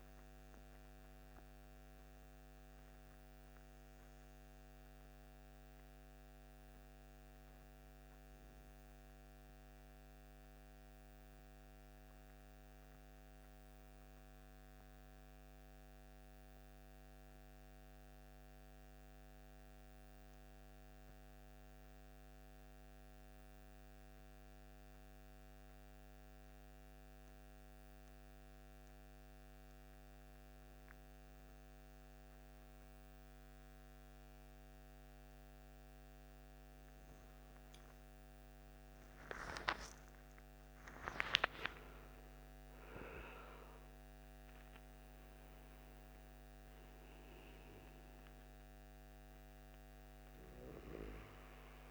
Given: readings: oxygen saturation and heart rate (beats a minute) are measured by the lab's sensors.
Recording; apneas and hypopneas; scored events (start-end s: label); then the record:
breathing in sleep by a microphone on the trachea; 1
0.00-19.00 s: oxygen desaturation (device-marked, oxygen 91% lowest)
15.50-36.00 s: mixed apnea (oxygen 96% before, 92% lowest)
37.00-51.91 s: oxygen desaturation (device-marked, oxygen 97% before, 92% lowest)
40.00-45.00 s: arousal
From the record:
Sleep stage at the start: N2 (light sleep); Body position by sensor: on the right side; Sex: male